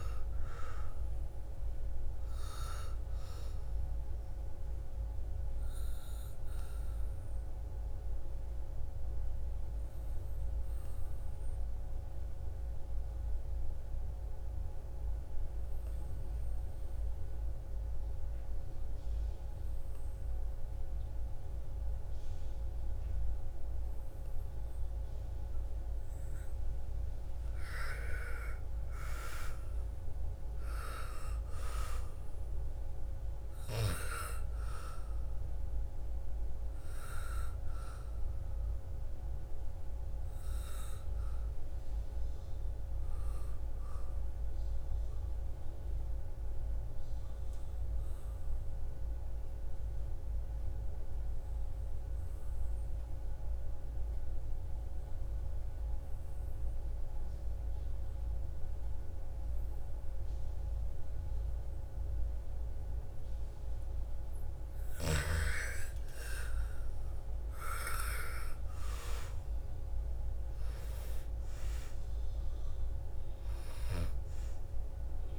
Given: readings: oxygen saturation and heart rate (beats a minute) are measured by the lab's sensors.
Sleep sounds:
breathing in sleep by a room microphone; 2
0.00-21.50 s: oxygen desaturation (device-marked, oxygen 79% lowest, heart rate 55 extreme)
4.00-25.00 s: obstructive apnea (oxygen 99% before, 79% lowest, heart rate 62 before, 55 extreme, up 12 after)
26.50-29.50 s: arousal
31.50-47.50 s: oxygen desaturation (device-marked, oxygen 99% before, 88% lowest, heart rate 57 before, 56 extreme)
44.50-63.00 s: obstructive apnea (oxygen 99% before, 85% lowest, heart rate 64 before, 56 extreme, up 13 after)
63.50-75.39 s: oxygen desaturation (device-marked, oxygen 98% before, 85% lowest, heart rate 59 before, 56 extreme)
65.50-69.50 s: arousal
From the record:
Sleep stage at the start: N2 (light sleep); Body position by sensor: on the back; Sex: female

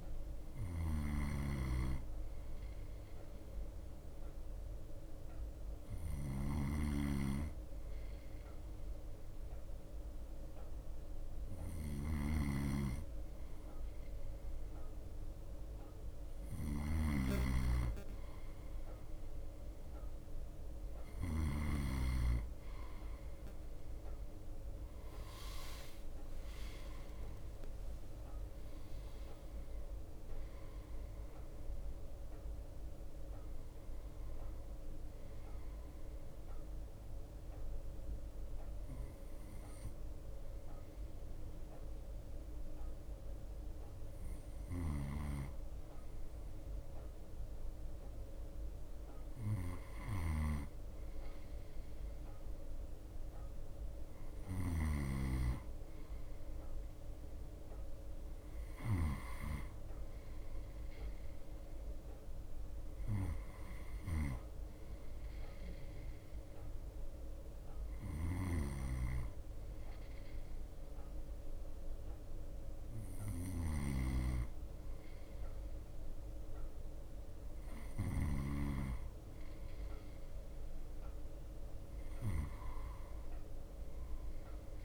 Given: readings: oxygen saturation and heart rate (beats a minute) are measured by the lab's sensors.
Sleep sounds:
breathing in sleep by a room microphone; none
0.00-22.50 s: bradycardia (device-marked, heart rate 54 extreme)
1.00-22.00 s: snoring (device-marked)
24.50-37.50 s: drop in pulse transit time (device-marked, heart rate 57 before, 56 extreme)
25.50-29.00 s: arousal
26.50-28.50 s: long interval between heartbeats (device-marked, heart rate 57 before, 66 extreme)
32.50-84.85 s: bradycardia (device-marked, heart rate 57 before, 55 extreme)
45.00-59.50 s: snoring (device-marked)
68.50-79.00 s: snoring (device-marked)
From the record:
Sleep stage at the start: N2 (light sleep); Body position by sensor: on the right side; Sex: male

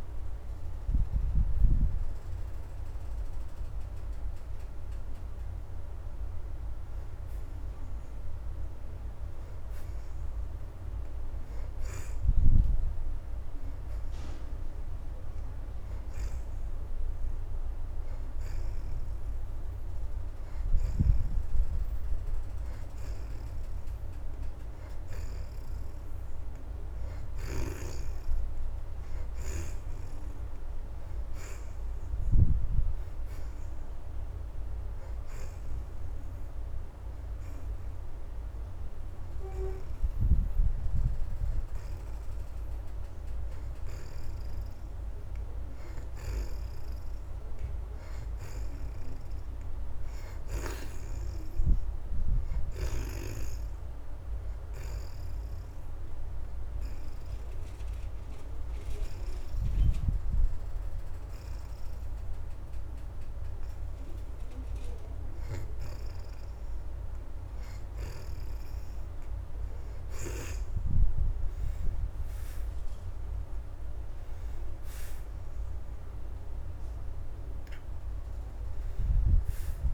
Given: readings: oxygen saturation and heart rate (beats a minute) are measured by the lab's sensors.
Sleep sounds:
breathing in sleep by a room microphone; 1
8.50-22.50 s: oxygen desaturation (device-marked, oxygen 70% before, 62% lowest, heart rate 87 before, 80 extreme)
31.50-51.50 s: oxygen desaturation (device-marked, oxygen 77% before, 66% lowest, heart rate 85 before, 80 extreme)
56.00-68.50 s: hypopnea (oxygen 77% before, 58% lowest, heart rate 87 before, 80 extreme, up 26 after)
59.50-70.50 s: oxygen desaturation (device-marked, oxygen 72% before, 64% lowest, heart rate 86 before, 79 extreme)
71.00-76.00 s: arousal
77.50-79.94 s: oxygen desaturation (device-marked, oxygen 71% before, 58% lowest, heart rate 91 before, 79 extreme)
From the record:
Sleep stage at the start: N2 (light sleep); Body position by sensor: on the back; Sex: female

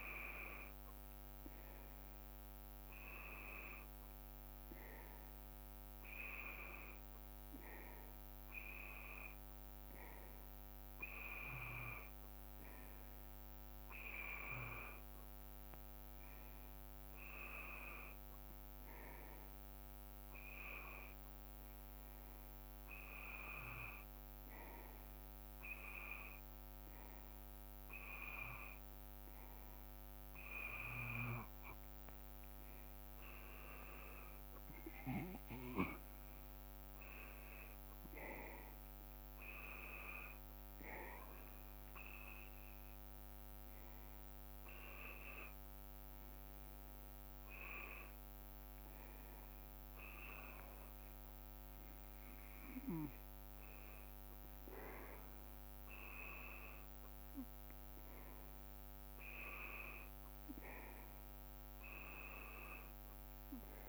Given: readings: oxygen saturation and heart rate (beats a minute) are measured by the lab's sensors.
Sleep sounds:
breathing in sleep by a microphone on the trachea; none
40.00-56.00 s: drop in pulse transit time (device-marked, heart rate 58 before, 58 extreme)
From the record:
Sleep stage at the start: N2 (light sleep); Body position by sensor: on the back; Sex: male

